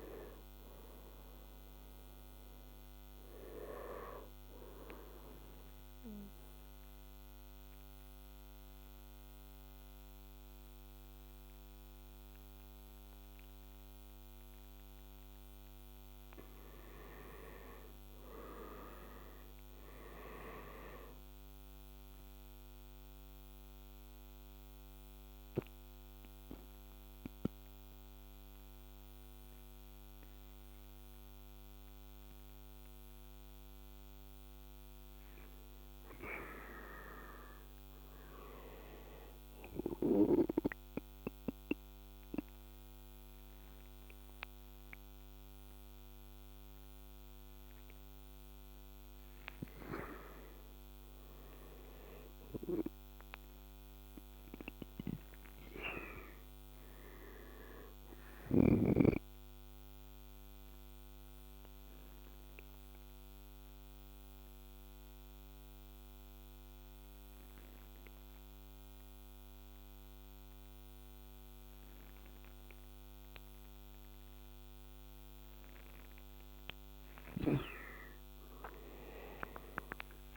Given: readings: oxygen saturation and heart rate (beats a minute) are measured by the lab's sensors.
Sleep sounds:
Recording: breathing in sleep by a microphone on the trachea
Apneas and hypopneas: 4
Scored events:
0.00-3.50 s: arousal
5.50-16.00 s: mixed apnea (oxygen 97% before, 91% lowest, heart rate 96 before, 75 extreme, up 10 after)
17.00-20.00 s: arousal
22.00-34.50 s: mixed apnea (oxygen 97% before, 91% lowest, heart rate 81 before, 76 extreme, up 3 after)
22.00-39.00 s: oxygen desaturation (device-marked, oxygen 97% before, 91% lowest, heart rate 81 before, 76 extreme)
35.50-38.00 s: arousal
39.50-50.00 s: obstructive apnea (oxygen 97% before, 92% lowest, heart rate 84 before, 76 extreme, up 11 after)
51.00-54.00 s: arousal
59.00-76.00 s: obstructive apnea (oxygen 98% before, 89% lowest, heart rate 82 before, 77 extreme, up 11 after)
77.50-80.37 s: arousal
From the record:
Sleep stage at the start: N2 (light sleep)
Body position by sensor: on the right side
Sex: male

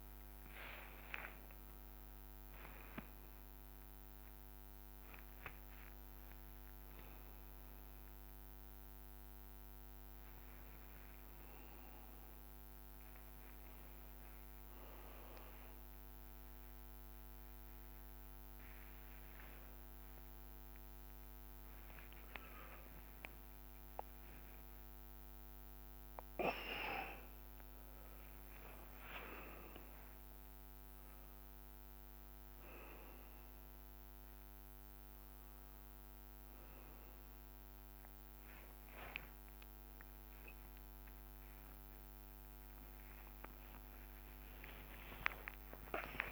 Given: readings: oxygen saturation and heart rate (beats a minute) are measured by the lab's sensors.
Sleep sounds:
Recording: a person awake in a sleep study, by a microphone on the trachea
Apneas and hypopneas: none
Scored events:
12.50-14.50 s: long interval between heartbeats (device-marked, heart rate 75 before, 92 extreme)
12.50-21.50 s: tachycardia (device-marked, heart rate 69 before, 156 extreme)
14.50-16.50 s: drop in pulse transit time (device-marked, heart rate 77 before, 97 extreme)
15.50-17.50 s: long interval between heartbeats (device-marked, heart rate 78 before, 114 extreme)
17.50-19.50 s: long interval between heartbeats (device-marked, heart rate 82 before, 145 extreme)
20.50-22.50 s: long interval between heartbeats (device-marked, heart rate 91 before, 138 extreme)
24.00-26.00 s: long interval between heartbeats (device-marked, heart rate 101 before, 99 extreme)
30.50-44.50 s: drop in pulse transit time (device-marked, heart rate 109 before, 68 extreme)
From the record:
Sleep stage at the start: awake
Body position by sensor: upright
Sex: male

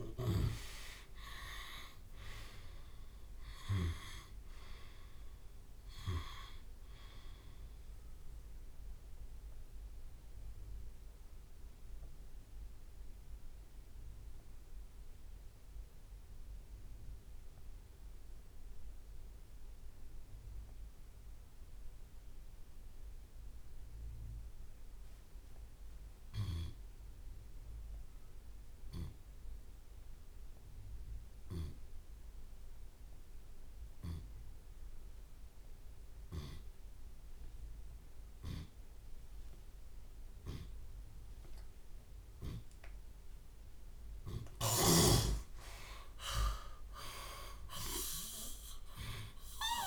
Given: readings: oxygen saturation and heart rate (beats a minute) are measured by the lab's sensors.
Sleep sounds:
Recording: breathing in sleep by a room microphone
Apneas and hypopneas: 1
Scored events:
5.50-7.50 s: long interval between heartbeats (device-marked, heart rate 76 before, 43 extreme)
6.50-35.50 s: tachycardia (device-marked, heart rate 68 before, 170 extreme)
9.00-11.00 s: long interval between heartbeats (device-marked, heart rate 74 before, 59 extreme)
10.00-42.50 s: obstructive apnea (oxygen 99% before, 72% lowest)
11.00-13.00 s: long interval between heartbeats (device-marked, heart rate 76 before, 139 extreme)
11.50-21.50 s: drop in pulse transit time (device-marked, heart rate 79 before, 129 extreme)
16.50-18.50 s: long interval between heartbeats (device-marked, heart rate 92 before, 163 extreme)
17.50-30.50 s: oxygen desaturation (device-marked, oxygen 97% before, 72% lowest)
19.50-21.50 s: long interval between heartbeats (device-marked, heart rate 103 before, 164 extreme)
21.50-23.50 s: long interval between heartbeats (device-marked, heart rate 111 before, 157 extreme)
23.50-25.50 s: long interval between heartbeats (device-marked, heart rate 118 before, 147 extreme)
28.00-30.00 s: long interval between heartbeats (device-marked, heart rate 142 before, 134 extreme)
33.50-35.50 s: long interval between heartbeats (device-marked, heart rate 148 before, 119 extreme)
35.50-37.50 s: drop in pulse transit time (device-marked, heart rate 146 before, 121 extreme)
37.00-39.00 s: long interval between heartbeats (device-marked, heart rate 145 before, 116 extreme)
38.50-46.50 s: tachycardia (device-marked, heart rate 71 before, 130 extreme)
39.50-40.50 s: drop in pulse transit time (device-marked, heart rate 137 before, 82 extreme)
41.00-43.00 s: long interval between heartbeats (device-marked, heart rate 133 before, 85 extreme)
44.50-46.50 s: long interval between heartbeats (device-marked, heart rate 122 before, 130 extreme)
44.50-49.87 s: snoring (device-marked)
45.00-49.87 s: arousal
From the record:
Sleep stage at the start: N2 (light sleep)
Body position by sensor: on the left side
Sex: male

